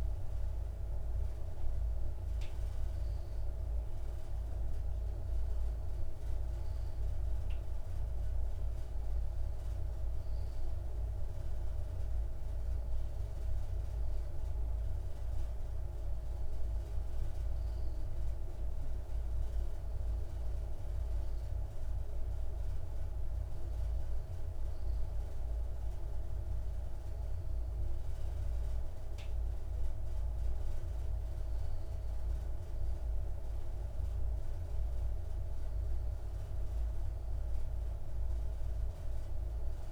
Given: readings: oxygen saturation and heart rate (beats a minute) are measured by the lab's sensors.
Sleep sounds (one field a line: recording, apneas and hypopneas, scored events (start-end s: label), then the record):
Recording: breathing in sleep, hard to hear, by a room microphone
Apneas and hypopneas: none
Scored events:
none scored
From the record:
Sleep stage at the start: N2 (light sleep)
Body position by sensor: on the left side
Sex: male